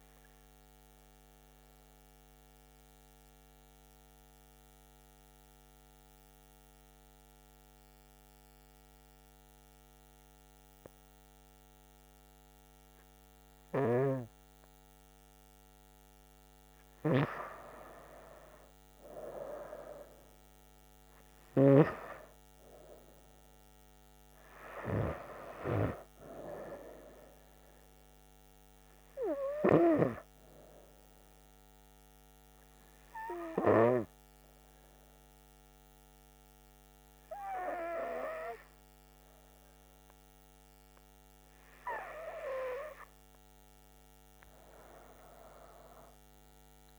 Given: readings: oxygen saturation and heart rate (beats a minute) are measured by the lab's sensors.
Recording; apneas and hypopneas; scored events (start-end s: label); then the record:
breathing in sleep by a microphone on the trachea; 1
0.00-5.00 s: oxygen desaturation (device-marked, oxygen 93% lowest, heart rate 63 extreme)
1.00-11.50 s: central apnea (oxygen 99% before, 95% lowest, heart rate 72 before, 63 extreme, up 5 after)
14.00-17.50 s: arousal
45.00-46.99 s: arousal
From the record:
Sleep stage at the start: N2 (light sleep); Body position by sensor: on the right side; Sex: female